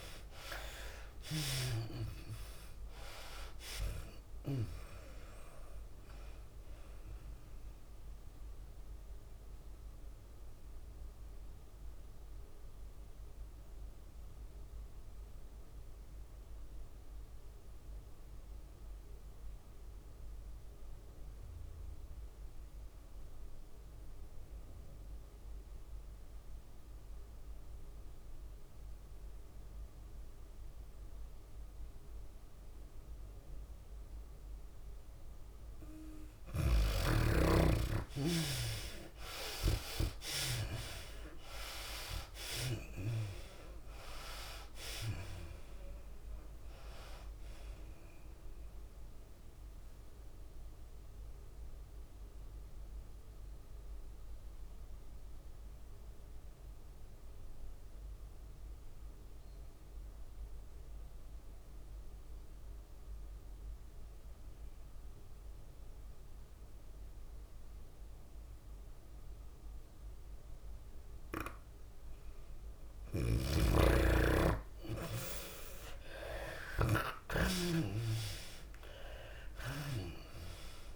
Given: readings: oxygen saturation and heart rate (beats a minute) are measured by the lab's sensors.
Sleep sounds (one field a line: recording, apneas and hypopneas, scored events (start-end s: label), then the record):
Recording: breathing in sleep by a room microphone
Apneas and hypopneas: 2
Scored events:
0.00-1.50 s: arousal
0.00-19.00 s: tachycardia (device-marked, heart rate 108 extreme)
0.00-21.00 s: oxygen desaturation (device-marked, oxygen 75% lowest, heart rate 92 extreme)
1.00-15.00 s: drop in pulse transit time (device-marked, heart rate 95 before, 101 extreme)
10.00-35.50 s: obstructive apnea (oxygen 96% before, 75% lowest, heart rate 100 before, 100 extreme, up 0 after)
20.00-38.00 s: tachycardia (device-marked, heart rate 101 before, 125 extreme)
24.00-26.00 s: long interval between heartbeats (device-marked, heart rate 105 before, 108 extreme)
26.00-58.00 s: oxygen desaturation (device-marked, oxygen 98% before, 75% lowest, heart rate 106 before, 94 extreme)
30.00-32.00 s: long interval between heartbeats (device-marked, heart rate 107 before, 117 extreme)
32.50-34.50 s: long interval between heartbeats (device-marked, heart rate 108 before, 118 extreme)
36.00-38.00 s: long interval between heartbeats (device-marked, heart rate 111 before, 110 extreme)
37.50-40.50 s: arousal
40.00-58.00 s: tachycardia (device-marked, heart rate 101 before, 114 extreme)
41.00-56.00 s: drop in pulse transit time (device-marked, heart rate 112 before, 100 extreme)
49.50-73.50 s: obstructive apnea (oxygen 98% before, 75% lowest, heart rate 110 before, 94 extreme, up 40 after)
59.00-68.00 s: tachycardia (device-marked, heart rate 101 before, 116 extreme)
62.50-64.50 s: long interval between heartbeats (device-marked, heart rate 107 before, 107 extreme)
64.00-80.96 s: oxygen desaturation (device-marked, oxygen 98% before, 76% lowest, heart rate 108 before, 94 extreme)
65.00-67.00 s: long interval between heartbeats (device-marked, heart rate 108 before, 115 extreme)
69.00-80.96 s: tachycardia (device-marked, heart rate 103 before, 137 extreme)
72.50-74.50 s: long interval between heartbeats (device-marked, heart rate 108 before, 104 extreme)
74.00-78.50 s: snoring (device-marked)
75.50-79.00 s: arousal
77.50-79.50 s: long interval between heartbeats (device-marked, heart rate 108 before, 114 extreme)
From the record:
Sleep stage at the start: N2 (light sleep)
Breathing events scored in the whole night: 372 in 4.0 hours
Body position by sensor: on the back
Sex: female